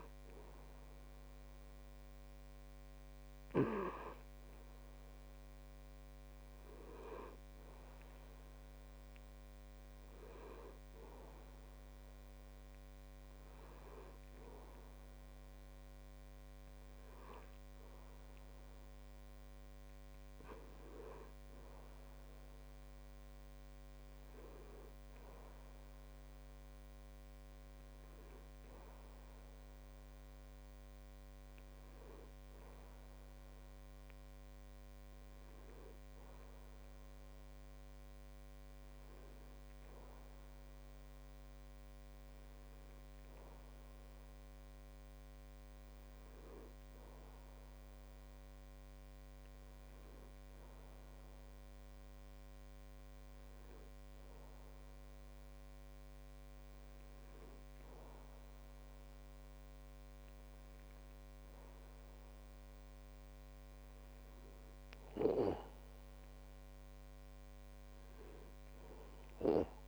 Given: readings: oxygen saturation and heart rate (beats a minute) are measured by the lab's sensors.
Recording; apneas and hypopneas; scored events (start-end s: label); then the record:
breathing in sleep by a microphone on the trachea; none
none scored
From the record:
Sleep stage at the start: N2 (light sleep); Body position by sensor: on the back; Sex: male